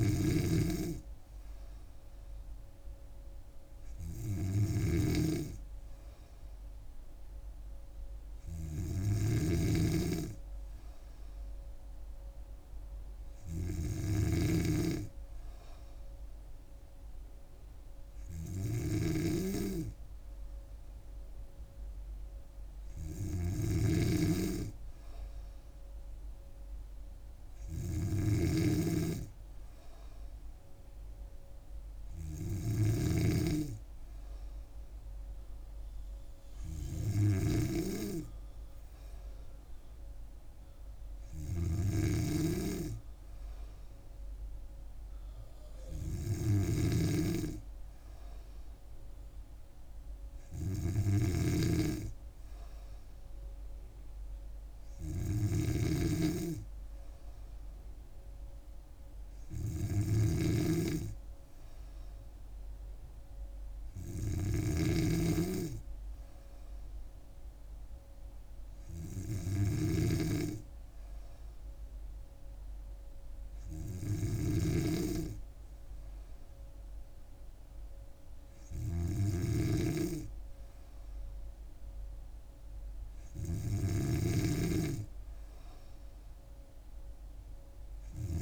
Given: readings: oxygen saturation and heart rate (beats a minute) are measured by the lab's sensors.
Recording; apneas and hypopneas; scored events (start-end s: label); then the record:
breathing in sleep by a room microphone; none
0.00-33.00 s: snoring (device-marked)
41.50-88.42 s: snoring (device-marked)
From the record:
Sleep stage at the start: N2 (light sleep); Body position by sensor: on the back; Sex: female